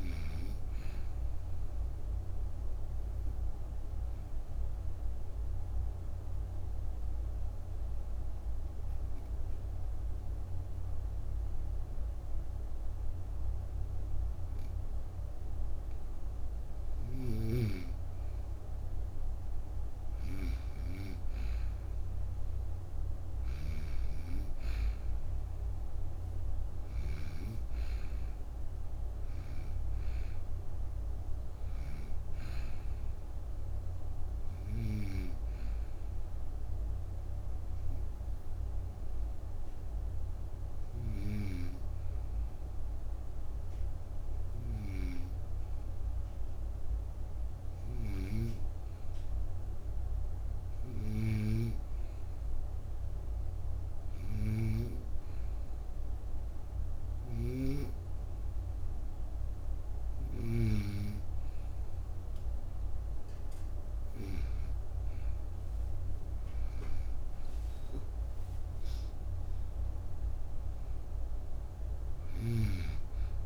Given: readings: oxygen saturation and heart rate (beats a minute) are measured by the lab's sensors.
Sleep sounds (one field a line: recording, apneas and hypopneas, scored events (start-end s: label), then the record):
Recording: breathing in sleep by a room microphone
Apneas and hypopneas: 2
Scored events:
0.00-6.00 s: oxygen desaturation (device-marked, oxygen 93% lowest)
1.00-15.00 s: obstructive apnea (oxygen 98% before, 92% lowest)
17.00-23.50 s: snoring (device-marked)
17.50-21.00 s: arousal
37.50-58.00 s: hypopnea (oxygen 97% before, 92% lowest)
66.50-70.50 s: arousal
From the record:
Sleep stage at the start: N2 (light sleep)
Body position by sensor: on the right side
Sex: female